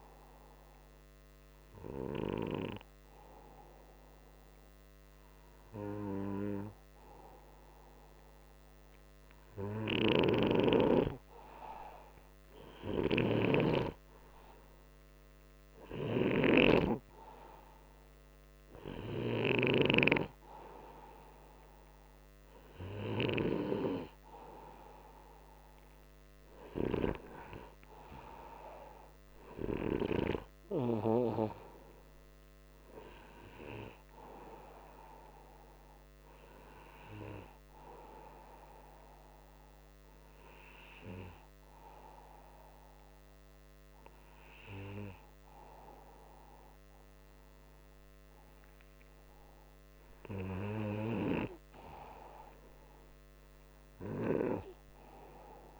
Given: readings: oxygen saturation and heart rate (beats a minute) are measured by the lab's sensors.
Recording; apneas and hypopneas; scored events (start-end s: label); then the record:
breathing in sleep by a microphone on the trachea; none
10.00-19.50 s: snoring (device-marked)
From the record:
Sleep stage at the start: N2 (light sleep); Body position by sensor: upright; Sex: male